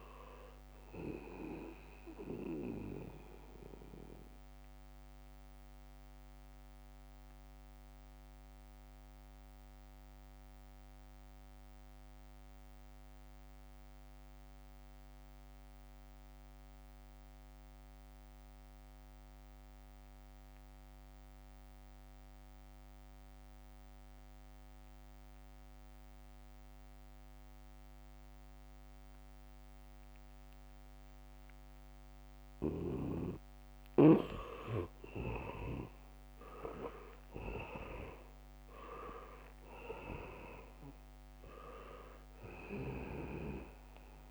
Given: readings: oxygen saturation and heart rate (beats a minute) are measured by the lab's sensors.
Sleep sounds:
breathing in sleep by a microphone on the trachea; 1
0.00-22.50 s: oxygen desaturation (device-marked, oxygen 79% lowest, heart rate 66 extreme)
5.00-33.00 s: mixed apnea (oxygen 99% before, 78% lowest, heart rate 73 before, 66 extreme, up 2 after)
30.50-44.31 s: oxygen desaturation (device-marked, oxygen 99% before, 78% lowest, heart rate 75 before, 66 extreme)
34.00-41.00 s: leg movement (device-marked)
36.50-41.50 s: arousal
From the record:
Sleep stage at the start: N2 (light sleep); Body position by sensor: on the back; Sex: male

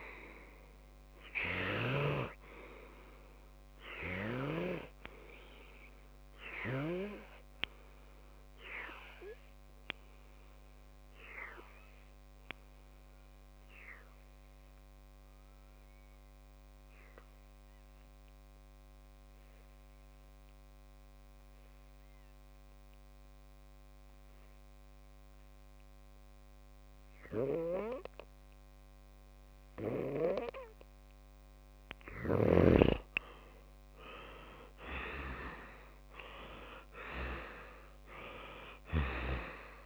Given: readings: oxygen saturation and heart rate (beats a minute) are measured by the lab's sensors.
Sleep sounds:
breathing in sleep by a microphone on the trachea; 1
0.00-8.50 s: oxygen desaturation (device-marked, oxygen 94% lowest)
4.50-31.50 s: obstructive apnea (oxygen 98% before, 94% lowest)
34.00-39.00 s: arousal
From the record:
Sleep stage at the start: N2 (light sleep); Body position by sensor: on the left side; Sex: male

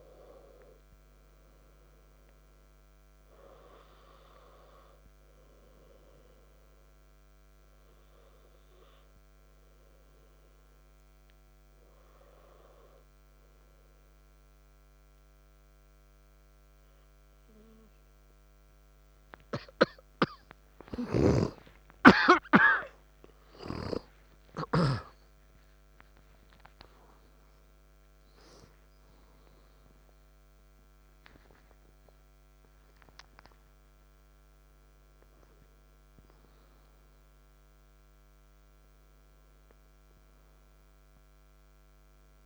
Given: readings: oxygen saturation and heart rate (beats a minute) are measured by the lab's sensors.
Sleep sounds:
breathing in sleep by a microphone on the trachea; 1
0.00-12.50 s: oxygen desaturation (device-marked, oxygen 92% lowest, heart rate 65 extreme)
6.50-18.50 s: hypopnea (oxygen 95% before, 92% lowest, heart rate 68 before, 65 extreme, up 8 after)
13.50-42.46 s: new sleep stage, N1 (lightest sleep)
20.00-25.50 s: arousal
From the record:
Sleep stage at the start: N2 (light sleep); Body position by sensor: on the back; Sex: male

